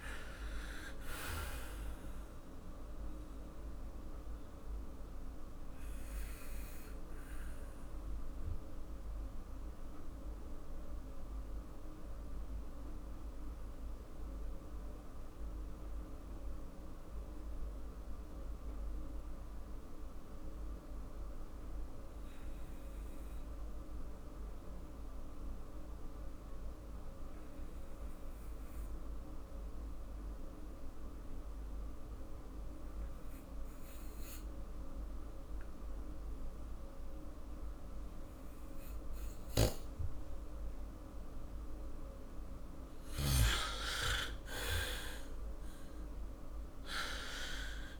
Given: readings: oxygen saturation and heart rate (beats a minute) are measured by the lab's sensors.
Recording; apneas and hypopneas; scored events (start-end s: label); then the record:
breathing in sleep by a room microphone; 1
0.00-3.00 s: oxygen desaturation (device-marked, oxygen 91% lowest, heart rate 45 extreme)
4.00-41.50 s: mixed apnea (oxygen 98% before, 91% lowest, heart rate 55 before, 44 extreme, up 11 after)
32.00-46.00 s: oxygen desaturation (device-marked, oxygen 98% before, 91% lowest, heart rate 47 before, 44 extreme)
45.00-48.00 s: arousal
From the record:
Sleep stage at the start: N2 (light sleep); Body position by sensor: on the back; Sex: male